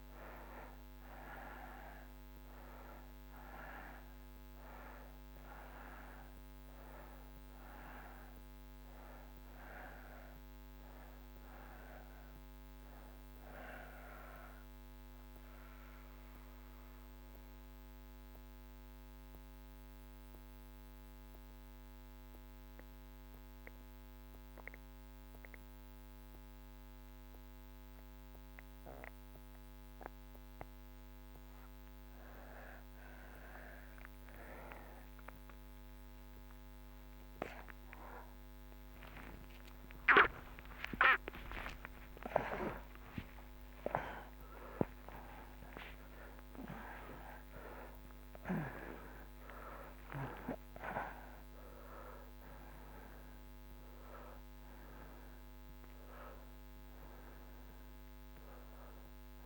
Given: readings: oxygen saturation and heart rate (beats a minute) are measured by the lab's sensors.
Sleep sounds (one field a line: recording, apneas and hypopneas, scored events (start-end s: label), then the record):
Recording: a person awake in a sleep study, by a microphone on the trachea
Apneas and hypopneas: 1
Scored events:
0.00-8.00 s: oxygen desaturation (device-marked, oxygen 85% lowest)
10.00-32.00 s: oxygen desaturation (device-marked, oxygen 91% before, 80% lowest)
14.50-31.00 s: mixed apnea (oxygen 97% before, 80% lowest)
24.00-59.46 s: new sleep stage, awake
From the record:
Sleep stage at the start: REM sleep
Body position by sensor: on the back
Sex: male